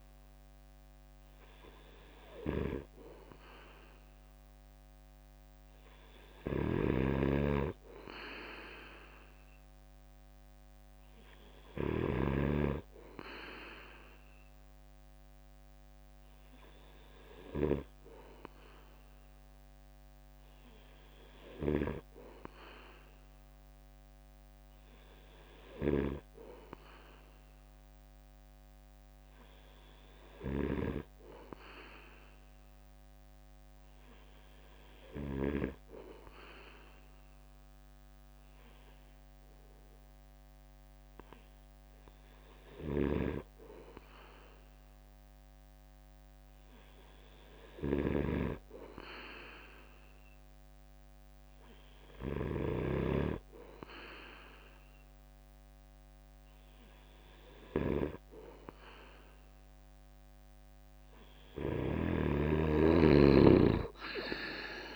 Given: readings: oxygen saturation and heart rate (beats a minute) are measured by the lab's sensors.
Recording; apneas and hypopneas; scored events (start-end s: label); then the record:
breathing in sleep by a microphone on the trachea; none
6.50-12.00 s: snoring (device-marked)
42.50-52.50 s: snoring (device-marked)
From the record:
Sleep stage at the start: N3 (deep sleep); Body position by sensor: on the right side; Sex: male